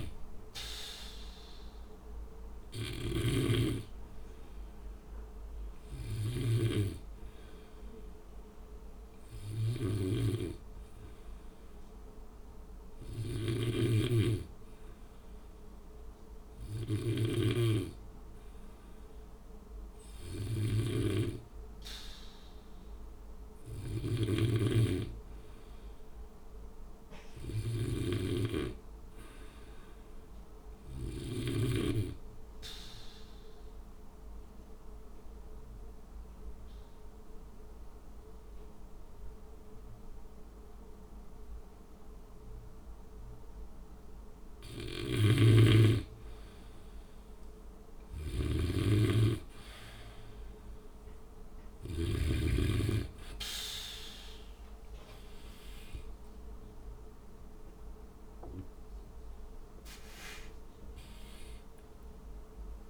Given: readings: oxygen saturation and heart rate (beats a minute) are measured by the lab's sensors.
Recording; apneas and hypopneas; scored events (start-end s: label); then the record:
breathing in sleep by a room microphone; 1
20.50-24.50 s: snoring (device-marked)
31.50-44.50 s: obstructive apnea (oxygen 96% before, 92% lowest, heart rate 60 before, 62 extreme, up 0 after)
45.00-52.00 s: snoring (device-marked)
54.50-59.00 s: arousal
From the record:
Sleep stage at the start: N2 (light sleep); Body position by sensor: on the back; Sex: male